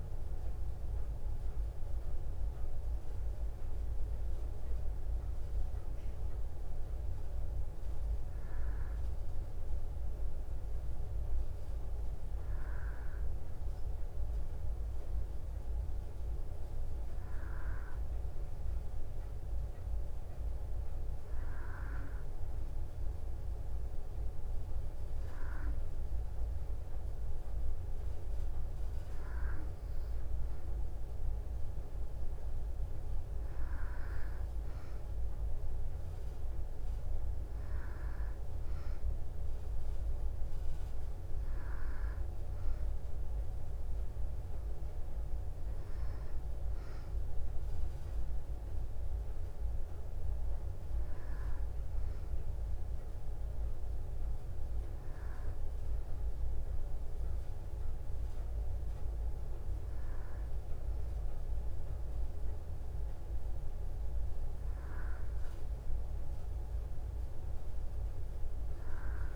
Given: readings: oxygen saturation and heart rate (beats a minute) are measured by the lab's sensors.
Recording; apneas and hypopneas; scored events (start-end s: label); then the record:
breathing in sleep, hard to hear, by a room microphone; none
none scored
From the record:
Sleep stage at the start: N2 (light sleep); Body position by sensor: on the back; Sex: female